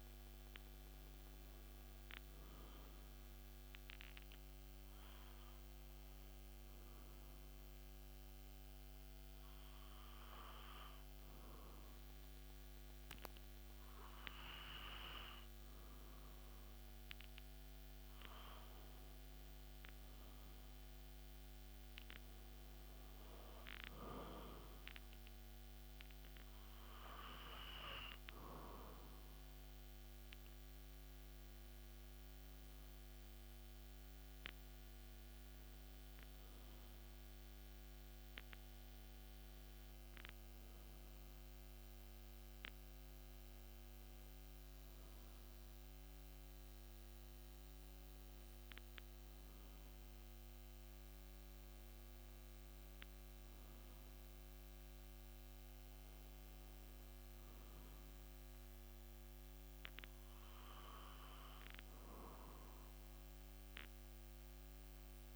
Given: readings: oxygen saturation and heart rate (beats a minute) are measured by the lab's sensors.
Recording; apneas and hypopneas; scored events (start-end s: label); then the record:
breathing in sleep by a microphone on the trachea; 1
0.00-1.00 s: arousal
6.00-18.00 s: hypopnea (oxygen 97% before, 96% lowest)
21.50-26.00 s: arousal
From the record:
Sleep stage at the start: N2 (light sleep); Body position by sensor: on the back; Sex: male